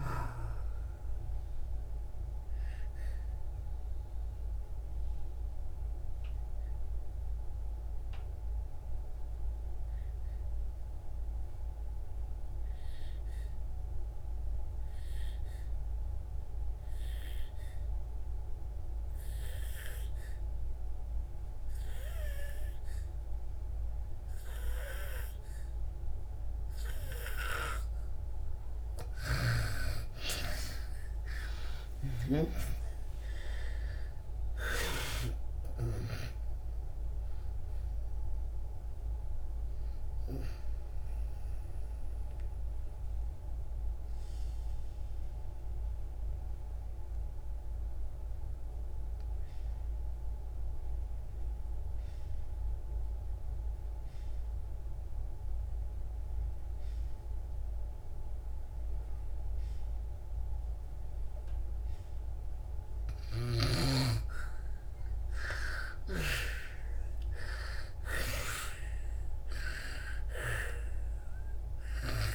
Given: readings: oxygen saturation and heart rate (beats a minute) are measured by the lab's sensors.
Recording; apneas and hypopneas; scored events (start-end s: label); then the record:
breathing in sleep by a room microphone; 2
0.00-19.50 s: oxygen desaturation (device-marked, oxygen 82% lowest, heart rate 58 extreme)
1.50-27.50 s: obstructive apnea (oxygen 99% before, 82% lowest, heart rate 74 before, 58 extreme, up 11 after)
24.50-60.50 s: oxygen desaturation (device-marked, oxygen 99% before, 83% lowest, heart rate 62 before, 59 extreme)
29.00-32.50 s: snoring (device-marked)
30.00-34.00 s: arousal
41.00-61.00 s: obstructive apnea (oxygen 99% before, 83% lowest, heart rate 69 before, 59 extreme, up 10 after)
62.50-72.35 s: oxygen desaturation (device-marked, oxygen 99% before, 85% lowest, heart rate 62 before, 59 extreme)
65.50-69.50 s: arousal
From the record:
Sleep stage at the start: N2 (light sleep); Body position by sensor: on the back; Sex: female